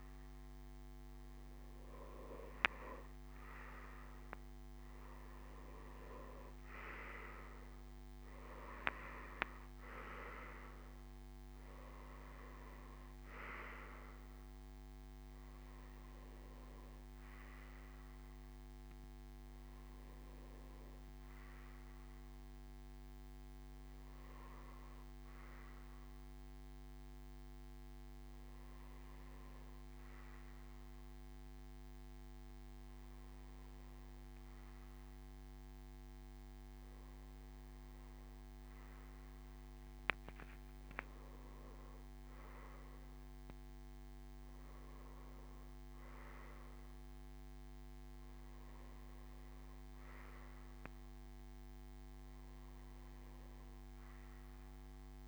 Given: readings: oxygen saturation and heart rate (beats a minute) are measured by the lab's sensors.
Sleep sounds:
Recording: breathing in sleep by a microphone on the trachea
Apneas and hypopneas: none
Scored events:
none scored
From the record:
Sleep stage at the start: N2 (light sleep)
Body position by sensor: on the back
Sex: male

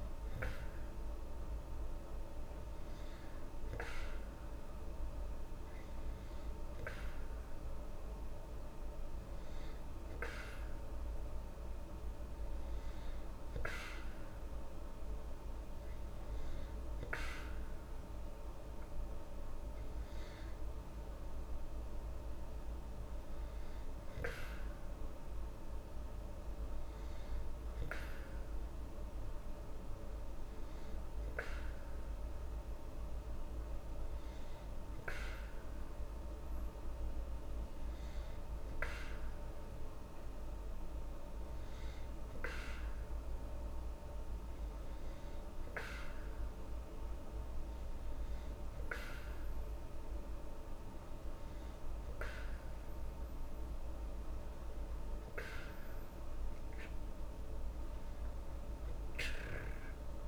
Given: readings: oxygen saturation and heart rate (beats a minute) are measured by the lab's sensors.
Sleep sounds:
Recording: breathing in sleep by a room microphone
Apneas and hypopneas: none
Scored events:
none scored
From the record:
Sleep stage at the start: N2 (light sleep)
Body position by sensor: on the back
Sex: female

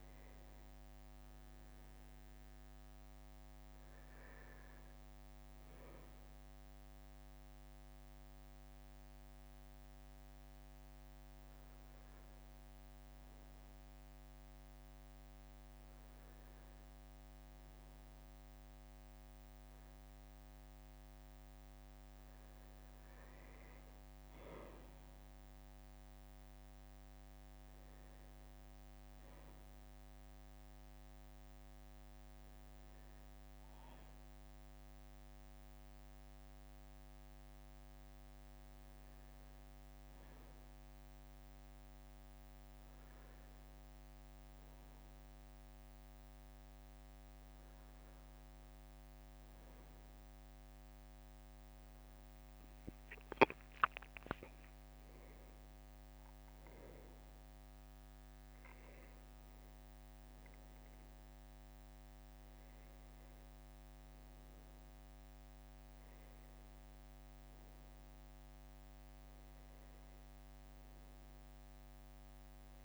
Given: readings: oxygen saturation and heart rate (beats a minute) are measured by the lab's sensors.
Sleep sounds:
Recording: a person awake in a sleep study, hard to hear, by a microphone on the trachea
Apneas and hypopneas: none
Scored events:
none scored
From the record:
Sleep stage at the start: awake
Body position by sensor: on the back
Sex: male

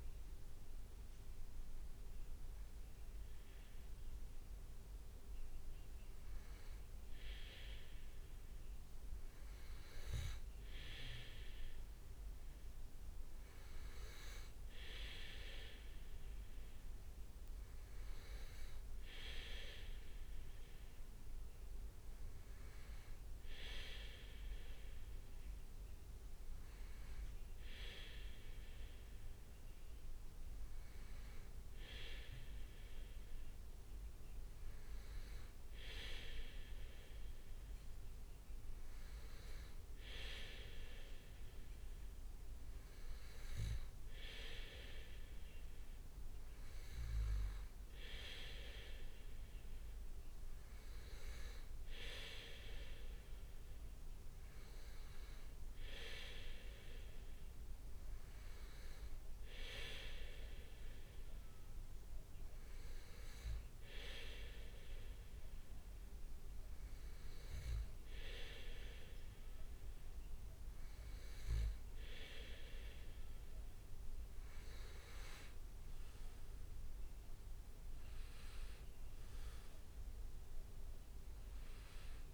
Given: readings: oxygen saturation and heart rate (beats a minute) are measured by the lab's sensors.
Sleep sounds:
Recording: breathing in sleep by a room microphone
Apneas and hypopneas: none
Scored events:
75.00-78.00 s: leg movement (device-marked)
From the record:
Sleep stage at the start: N2 (light sleep)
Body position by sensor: on the back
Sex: male

